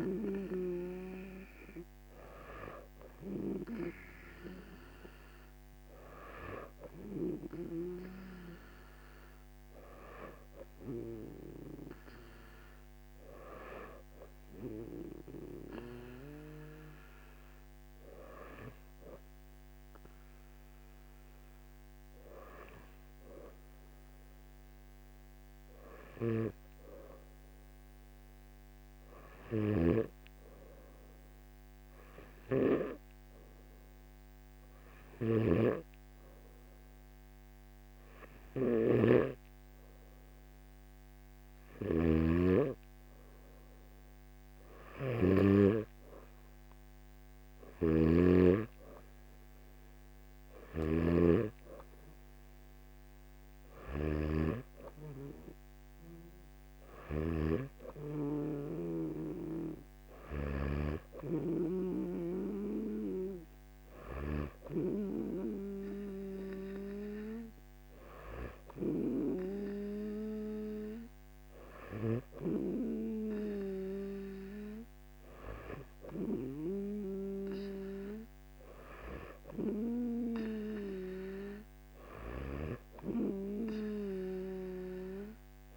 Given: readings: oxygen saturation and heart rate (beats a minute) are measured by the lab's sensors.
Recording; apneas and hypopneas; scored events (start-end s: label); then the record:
breathing in sleep by a microphone on the trachea; 1
0.00-4.00 s: oxygen desaturation (device-marked, oxygen 94% lowest, heart rate 55 extreme)
30.50-45.50 s: hypopnea (oxygen 98% before, 95% lowest, heart rate 57 before, 58 extreme, up 3 after)
35.00-60.50 s: snoring (device-marked)
47.50-50.50 s: arousal
From the record:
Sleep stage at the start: N2 (light sleep); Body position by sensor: on the back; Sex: male